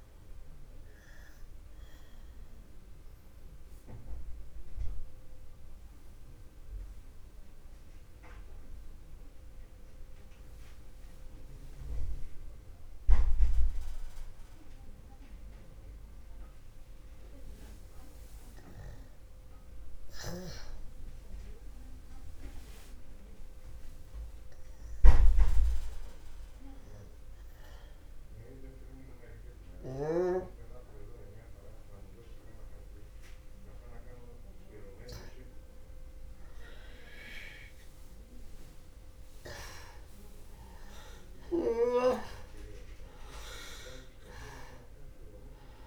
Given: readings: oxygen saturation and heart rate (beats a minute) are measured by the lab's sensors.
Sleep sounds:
breathing in sleep by a room microphone; 1
0.00-25.00 s: oxygen desaturation (device-marked, oxygen 88% lowest, heart rate 62 extreme)
5.00-21.00 s: obstructive apnea (oxygen 98% before, 87% lowest, heart rate 63 before, 62 extreme, up 0 after)
22.50-26.50 s: arousal
41.00-45.87 s: oxygen desaturation (device-marked, oxygen 97% before, 87% lowest, heart rate 62 before, 61 extreme)
From the record:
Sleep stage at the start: N2 (light sleep); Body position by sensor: on the back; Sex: male

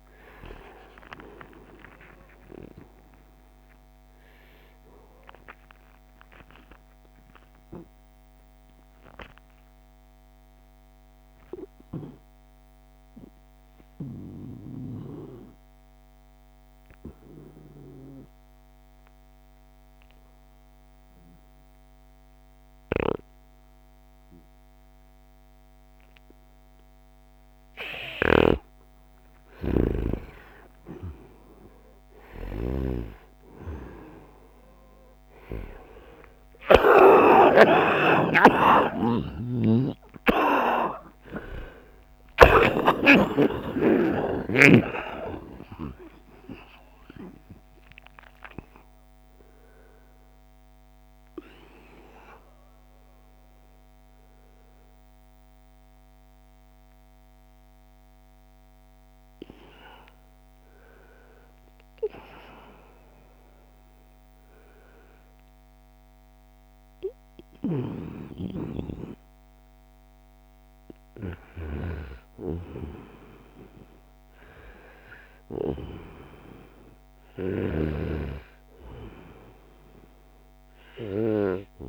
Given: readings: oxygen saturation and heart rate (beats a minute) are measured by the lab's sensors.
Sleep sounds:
a person partly awake in a sleep study, by a microphone on the trachea; 2
0.00-14.50 s: oxygen desaturation (device-marked, oxygen 90% lowest, heart rate 71 extreme)
6.00-27.50 s: obstructive apnea (oxygen 96% before, 90% lowest, heart rate 75 before, 71 extreme, up 12 after)
22.00-36.50 s: snoring (device-marked)
24.50-54.50 s: new sleep stage, awake
29.00-31.00 s: long interval between heartbeats (device-marked, heart rate 73 before, 79 extreme)
37.50-39.50 s: long interval between heartbeats (device-marked, heart rate 75 before, 98 extreme)
38.50-42.00 s: snoring (device-marked)
40.50-42.50 s: long interval between heartbeats (device-marked, heart rate 79 before, 107 extreme)
54.50-70.00 s: hypopnea (oxygen 96% before, 90% lowest, heart rate 96 before, 81 extreme)
54.50-81.89 s: new sleep stage, N1 (lightest sleep)
67.00-71.00 s: snoring (device-marked)
72.00-77.50 s: arousal
From the record:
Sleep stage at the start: N2 (light sleep); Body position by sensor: on the right side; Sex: male

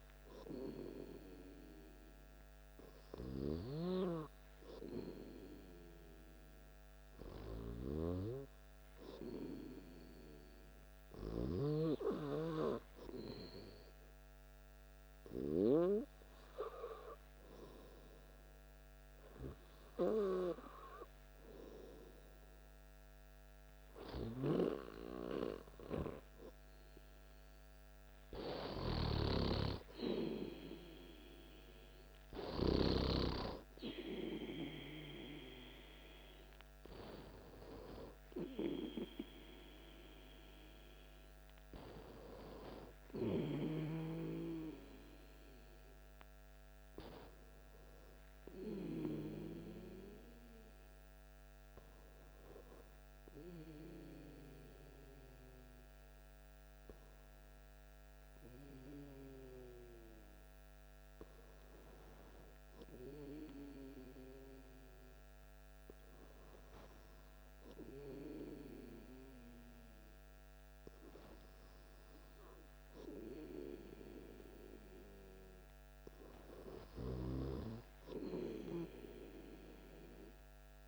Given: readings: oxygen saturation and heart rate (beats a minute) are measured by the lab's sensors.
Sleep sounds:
breathing in sleep by a microphone on the trachea; 1
50.00-75.00 s: hypopnea (oxygen 96% before, 96% lowest, heart rate 55 before, 53 extreme, up 1 after)
75.50-79.00 s: arousal
From the record:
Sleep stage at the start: N2 (light sleep); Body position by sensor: on the back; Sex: male

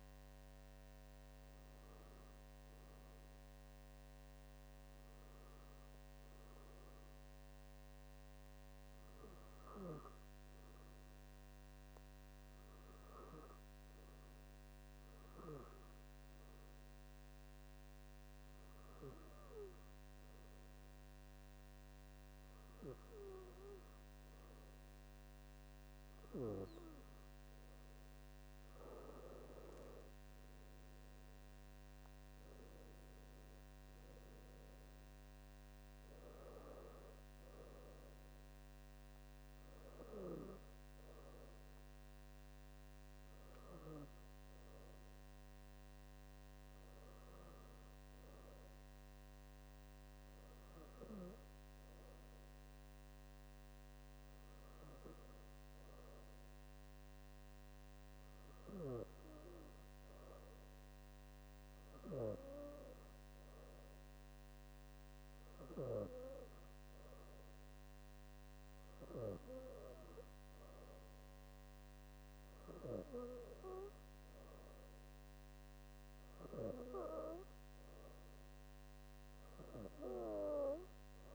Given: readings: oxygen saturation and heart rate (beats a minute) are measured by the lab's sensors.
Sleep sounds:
breathing in sleep by a microphone on the trachea; 1
5.00-20.50 s: hypopnea (oxygen 98% before, 94% lowest, heart rate 71 before, 65 extreme, up 1 after)
25.00-30.50 s: arousal
28.50-42.50 s: oxygen desaturation (device-marked, oxygen 97% before, 94% lowest, heart rate 69 before, 65 extreme)
From the record:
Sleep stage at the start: N2 (light sleep); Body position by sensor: on the back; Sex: female

